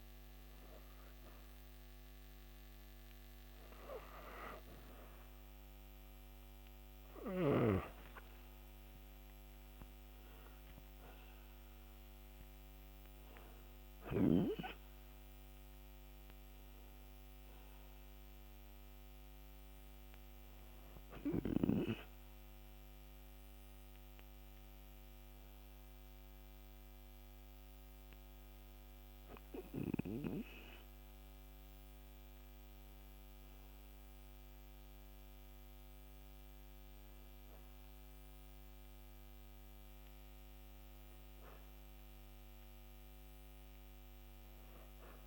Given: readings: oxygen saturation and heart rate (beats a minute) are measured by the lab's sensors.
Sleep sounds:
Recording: breathing in sleep by a microphone on the trachea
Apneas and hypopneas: none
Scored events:
0.00-3.00 s: arousal
0.00-18.00 s: oxygen desaturation (device-marked, oxygen 87% lowest)
30.50-35.50 s: arousal
From the record:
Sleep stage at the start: REM sleep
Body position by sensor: on the back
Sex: female

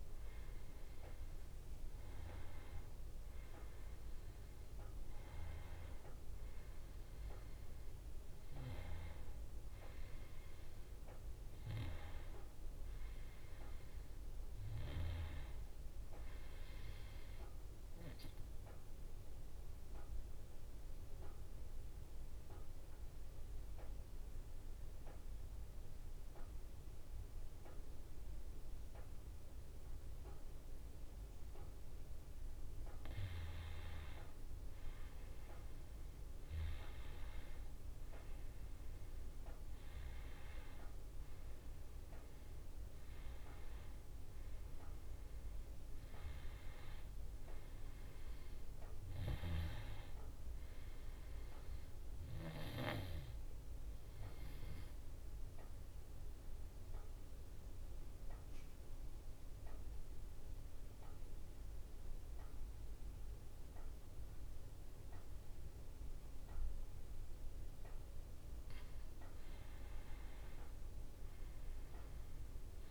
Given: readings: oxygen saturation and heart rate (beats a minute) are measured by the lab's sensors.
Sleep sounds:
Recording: breathing in sleep by a room microphone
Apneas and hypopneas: 2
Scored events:
11.00-15.00 s: arousal
17.50-31.50 s: obstructive apnea (oxygen 96% before, 91% lowest, heart rate 72 before, 62 extreme, up 8 after)
33.50-37.50 s: arousal
35.00-59.00 s: oxygen desaturation (device-marked, oxygen 96% before, 91% lowest, heart rate 65 before, 62 extreme)
53.50-68.50 s: obstructive apnea (oxygen 96% before, 91% lowest, heart rate 68 before, 62 extreme, up 4 after)
70.00-72.91 s: arousal
From the record:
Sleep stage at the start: N2 (light sleep)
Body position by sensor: on the back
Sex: male

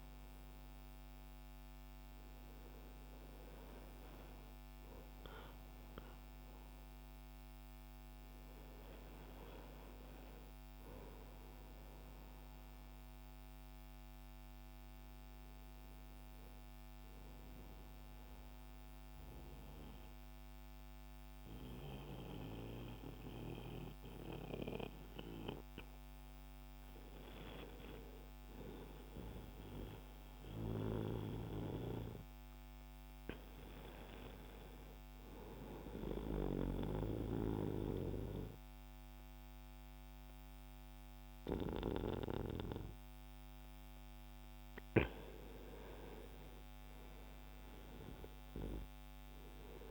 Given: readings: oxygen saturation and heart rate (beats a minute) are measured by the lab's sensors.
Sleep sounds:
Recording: breathing in sleep by a microphone on the trachea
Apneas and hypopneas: 2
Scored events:
0.00-10.00 s: oxygen desaturation (device-marked, oxygen 86% lowest, heart rate 61 extreme)
11.00-15.00 s: arousal
17.00-27.00 s: obstructive apnea (oxygen 98% before, 90% lowest, heart rate 63 before, 61 extreme, up 1 after)
28.00-31.00 s: arousal
34.00-49.91 s: oxygen desaturation (device-marked, oxygen 98% before, 92% lowest, heart rate 63 before, 59 extreme)
35.00-45.00 s: obstructive apnea (oxygen 98% before, 90% lowest, heart rate 63 before, 59 extreme, up 2 after)
46.00-49.91 s: arousal
From the record:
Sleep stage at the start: N2 (light sleep)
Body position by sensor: on the right side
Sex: male

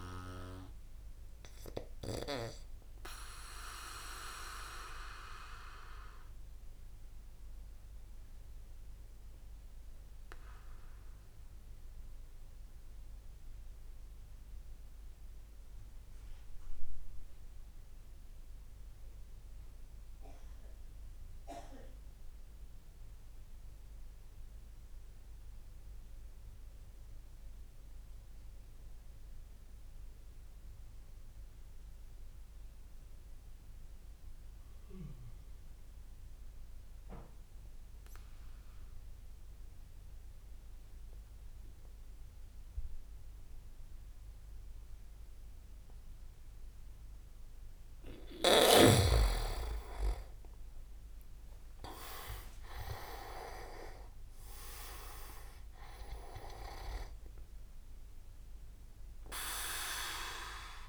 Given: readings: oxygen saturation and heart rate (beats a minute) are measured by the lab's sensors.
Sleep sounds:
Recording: breathing in sleep by a room microphone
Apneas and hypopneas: 1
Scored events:
0.00-2.50 s: oxygen desaturation (device-marked, oxygen 92% lowest)
0.00-2.50 s: snoring (device-marked)
3.50-47.50 s: obstructive apnea (oxygen 98% before, 88% lowest)
9.50-20.50 s: oxygen desaturation (device-marked, oxygen 94% before, 91% lowest)
35.50-54.50 s: oxygen desaturation (device-marked, oxygen 98% before, 93% lowest)
48.50-60.89 s: tachycardia (device-marked)
52.00-54.00 s: leg movement (device-marked)
52.50-57.50 s: arousal
From the record:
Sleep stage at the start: N2 (light sleep)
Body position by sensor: on the back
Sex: male

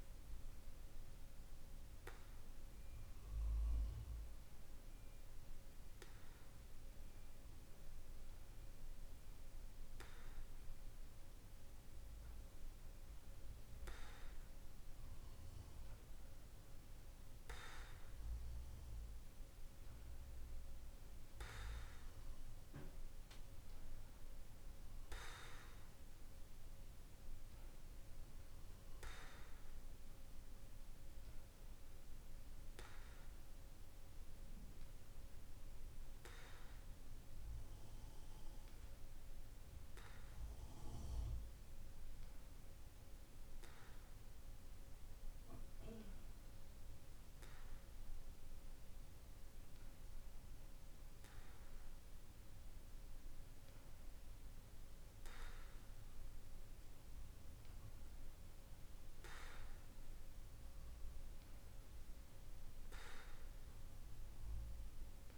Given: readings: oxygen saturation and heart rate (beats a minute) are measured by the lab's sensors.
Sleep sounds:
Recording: breathing in sleep by a room microphone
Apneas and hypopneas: none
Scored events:
none scored
From the record:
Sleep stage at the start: N2 (light sleep)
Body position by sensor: on the back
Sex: male

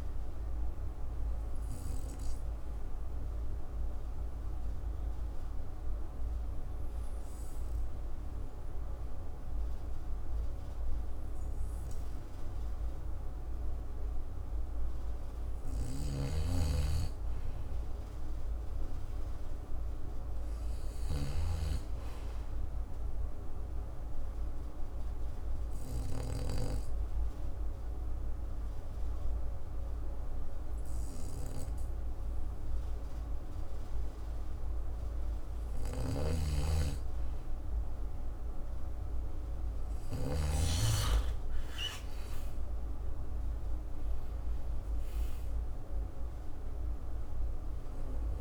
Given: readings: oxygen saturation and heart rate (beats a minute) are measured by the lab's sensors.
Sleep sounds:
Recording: breathing in sleep by a room microphone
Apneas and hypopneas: 2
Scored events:
1.00-14.50 s: obstructive apnea (oxygen 98% before, 92% lowest, heart rate 63 before, 57 extreme, up 5 after)
8.50-17.50 s: oxygen desaturation (device-marked, oxygen 95% before, 92% lowest, heart rate 63 before, 58 extreme)
16.00-21.50 s: snoring (device-marked)
17.50-20.50 s: arousal
23.50-36.00 s: obstructive apnea (oxygen 98% before, 93% lowest, heart rate 59 before, 55 extreme, up 3 after)
36.00-40.50 s: snoring (device-marked)
42.00-47.00 s: arousal
From the record:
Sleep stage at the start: N2 (light sleep)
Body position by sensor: on the back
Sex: male

